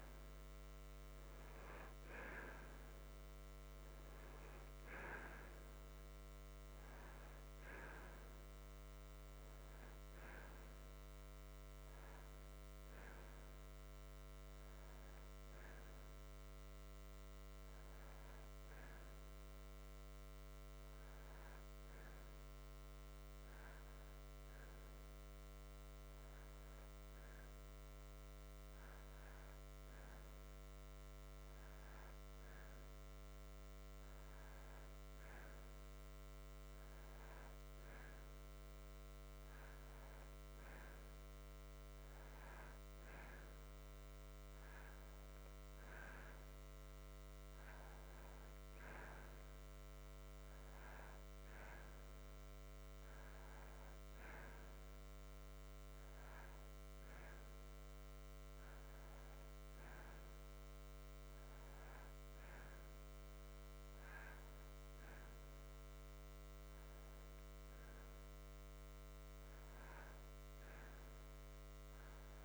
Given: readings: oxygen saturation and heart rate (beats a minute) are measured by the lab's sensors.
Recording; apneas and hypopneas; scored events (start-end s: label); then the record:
breathing in sleep, hard to hear, by a microphone on the trachea; none
3.00-23.00 s: oxygen desaturation (device-marked, oxygen 92% before, 88% lowest, heart rate 51 before, 46 extreme)
From the record:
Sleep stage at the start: N2 (light sleep); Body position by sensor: on the back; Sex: male